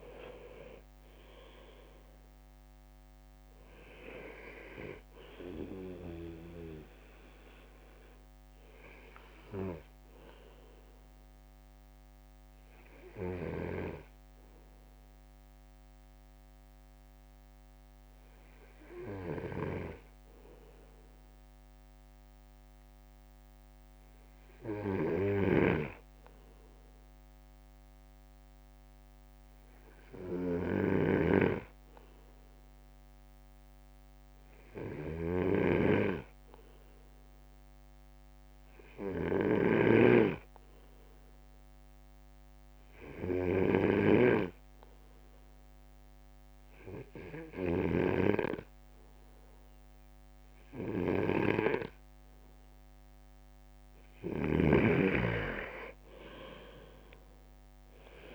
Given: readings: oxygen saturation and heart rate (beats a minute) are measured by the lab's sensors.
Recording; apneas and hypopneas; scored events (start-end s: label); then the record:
breathing in sleep by a microphone on the trachea; 1
0.00-1.50 s: arousal
10.50-53.00 s: obstructive apnea (oxygen 99% before, 96% lowest)
25.50-54.50 s: snoring (device-marked)
From the record:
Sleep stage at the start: N2 (light sleep); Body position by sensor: on the right side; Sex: male